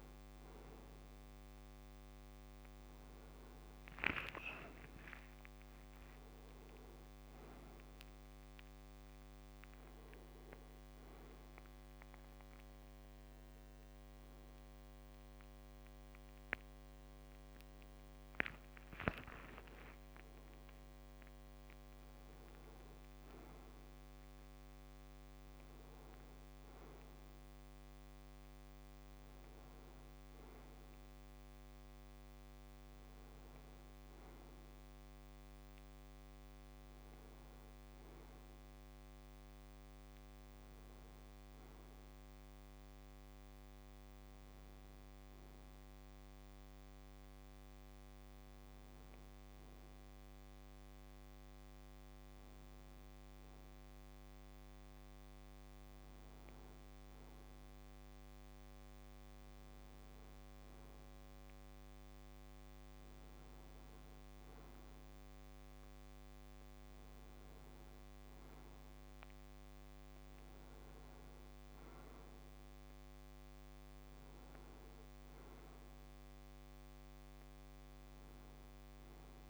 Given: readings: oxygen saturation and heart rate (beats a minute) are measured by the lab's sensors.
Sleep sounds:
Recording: a person partly awake in a sleep study, hard to hear, by a microphone on the trachea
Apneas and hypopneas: 1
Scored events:
7.50-37.50 s: new sleep stage, awake
37.50-79.50 s: new sleep stage, N2 (light sleep)
45.00-57.50 s: hypopnea (oxygen 94% before, 91% lowest)
61.00-64.00 s: arousal
61.50-79.50 s: oxygen desaturation (device-marked, oxygen 94% before, 91% lowest)
From the record:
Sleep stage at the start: N2 (light sleep)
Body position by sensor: on the right side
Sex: male

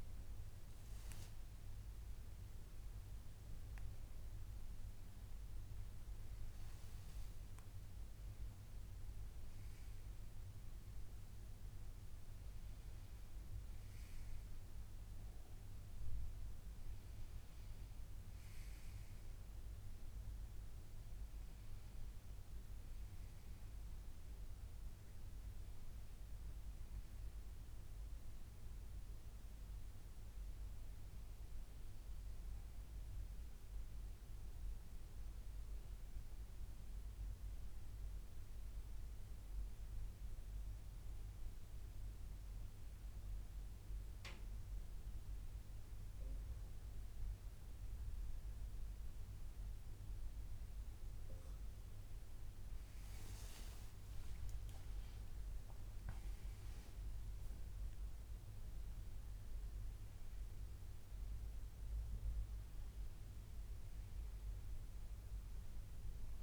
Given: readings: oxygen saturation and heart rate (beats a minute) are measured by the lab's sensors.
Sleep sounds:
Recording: a person partly awake in a sleep study, hard to hear, by a room microphone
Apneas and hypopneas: 1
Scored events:
4.50-6.50 s: long interval between heartbeats (device-marked, heart rate 137 before, 96 extreme)
14.50-66.43 s: new sleep stage, N1 (lightest sleep)
30.50-46.50 s: hypopnea (oxygen 97% before, 95% lowest, heart rate 142 before, 141 extreme, up 1 after)
50.00-55.00 s: arousal
From the record:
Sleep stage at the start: awake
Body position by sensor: on the back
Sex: male

